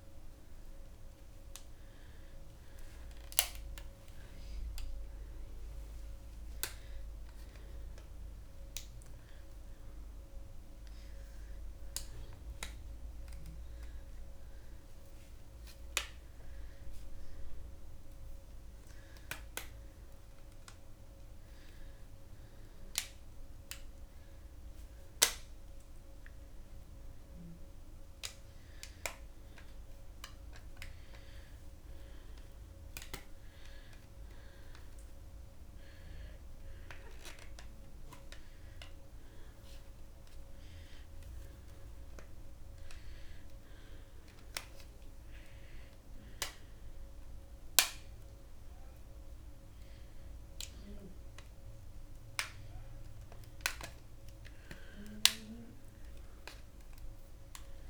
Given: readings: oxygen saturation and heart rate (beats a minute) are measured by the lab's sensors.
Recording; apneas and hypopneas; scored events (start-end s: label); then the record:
a person awake in a sleep study, by a room microphone; none
none scored
From the record:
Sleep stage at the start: awake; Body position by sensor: on the back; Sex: female